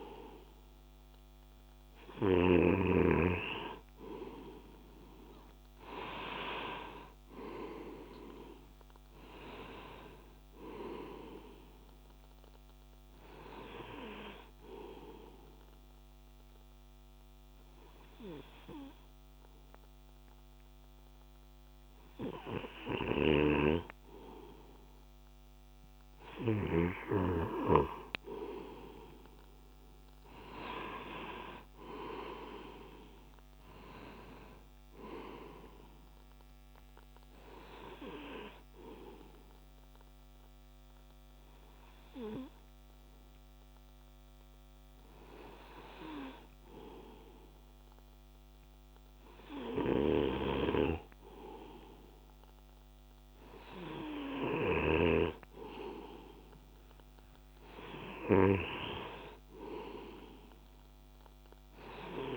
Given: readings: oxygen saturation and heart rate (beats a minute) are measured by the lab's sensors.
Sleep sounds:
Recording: breathing in sleep by a microphone on the trachea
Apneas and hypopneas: 2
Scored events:
6.00-9.50 s: arousal
8.00-21.00 s: oxygen desaturation (device-marked, oxygen 100% before, 96% lowest)
13.50-25.00 s: obstructive apnea (oxygen 100% before, 96% lowest)
29.00-32.50 s: arousal
38.00-53.00 s: hypopnea (oxygen 99% before, 96% lowest)
55.50-59.00 s: arousal
From the record:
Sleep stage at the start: N2 (light sleep)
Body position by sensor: on the left side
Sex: male

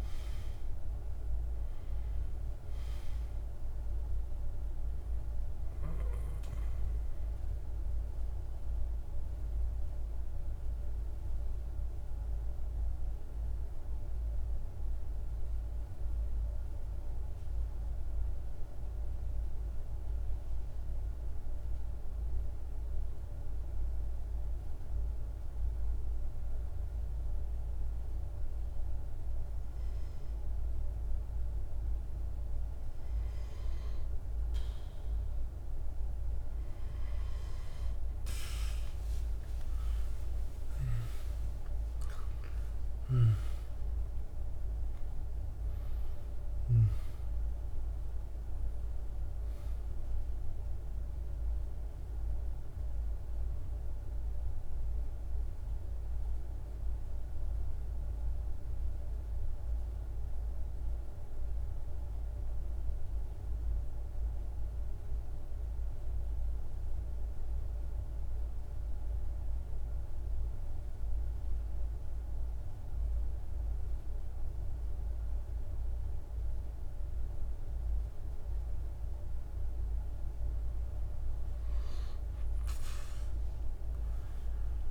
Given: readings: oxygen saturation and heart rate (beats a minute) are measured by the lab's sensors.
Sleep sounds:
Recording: breathing in sleep, hard to hear, by a room microphone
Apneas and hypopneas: 2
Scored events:
0.00-17.50 s: oxygen desaturation (device-marked, oxygen 90% lowest, heart rate 55 extreme)
12.50-31.00 s: mixed apnea (oxygen 96% before, 90% lowest, heart rate 60 before, 54 extreme, up 10 after)
30.50-61.50 s: oxygen desaturation (device-marked, oxygen 99% before, 90% lowest, heart rate 55 before, 50 extreme)
37.50-42.50 s: arousal
53.00-77.00 s: mixed apnea (oxygen 99% before, 90% lowest, heart rate 60 before, 50 extreme, up 3 after)
77.50-84.91 s: oxygen desaturation (device-marked, oxygen 98% before, 90% lowest, heart rate 51 before, 51 extreme)
83.00-84.91 s: arousal
From the record:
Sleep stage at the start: N2 (light sleep)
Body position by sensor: on the back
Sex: male

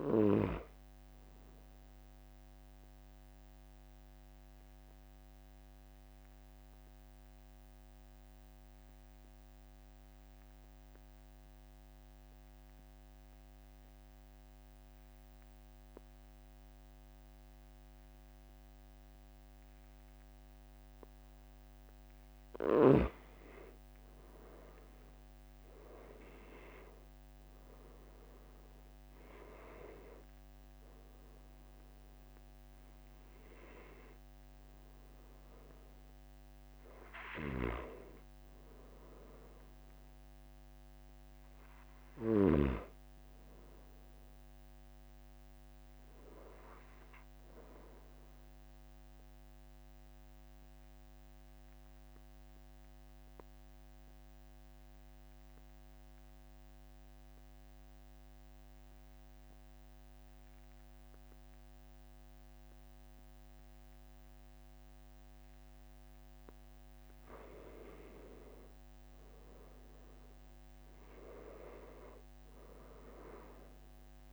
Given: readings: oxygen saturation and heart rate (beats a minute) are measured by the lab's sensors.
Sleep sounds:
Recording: breathing in sleep by a microphone on the trachea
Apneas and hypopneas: 2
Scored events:
0.00-12.50 s: oxygen desaturation (device-marked, oxygen 92% lowest, heart rate 44 extreme)
3.50-22.50 s: obstructive apnea (oxygen 97% before, 91% lowest, heart rate 46 before, 43 extreme, up 2 after)
24.50-29.50 s: arousal
28.50-59.50 s: oxygen desaturation (device-marked, oxygen 97% before, 91% lowest, heart rate 46 before, 43 extreme)
50.00-66.50 s: mixed apnea (oxygen 97% before, 91% lowest, heart rate 45 before, 44 extreme, up 3 after)
69.00-74.00 s: arousal
From the record:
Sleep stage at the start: N2 (light sleep)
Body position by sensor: on the back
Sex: male

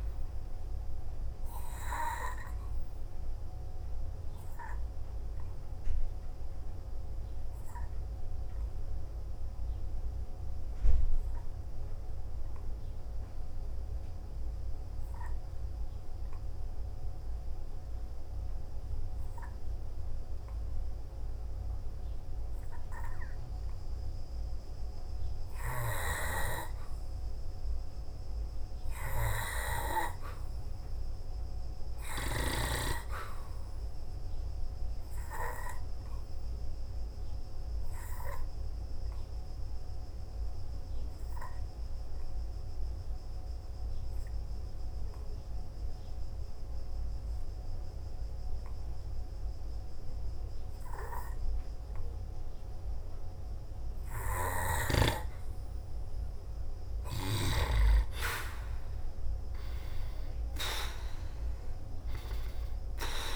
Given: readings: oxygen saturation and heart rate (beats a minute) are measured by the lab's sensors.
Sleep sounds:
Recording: breathing in sleep by a room microphone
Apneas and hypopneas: 1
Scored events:
0.00-30.50 s: oxygen desaturation (device-marked, oxygen 87% lowest, heart rate 52 extreme)
0.50-46.00 s: obstructive apnea (oxygen 96% before, 87% lowest, heart rate 55 before, 52 extreme, up 2 after)
42.50-63.36 s: oxygen desaturation (device-marked, oxygen 97% before, 87% lowest, heart rate 55 before, 52 extreme)
48.00-51.00 s: arousal
From the record:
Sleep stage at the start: N2 (light sleep)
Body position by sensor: on the back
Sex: male

